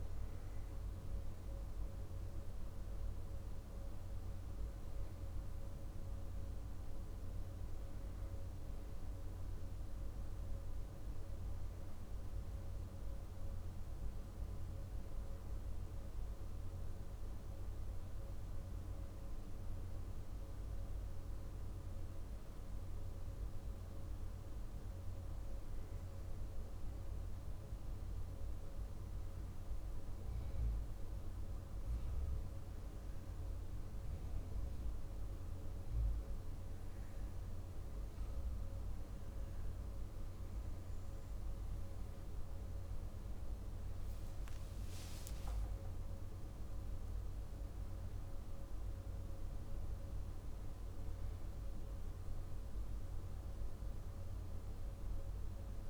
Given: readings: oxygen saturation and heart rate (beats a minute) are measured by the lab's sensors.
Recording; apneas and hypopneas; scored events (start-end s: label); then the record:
breathing in sleep, hard to hear, by a room microphone; none
45.50-48.00 s: arousal
From the record:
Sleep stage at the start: N2 (light sleep); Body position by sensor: on the back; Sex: male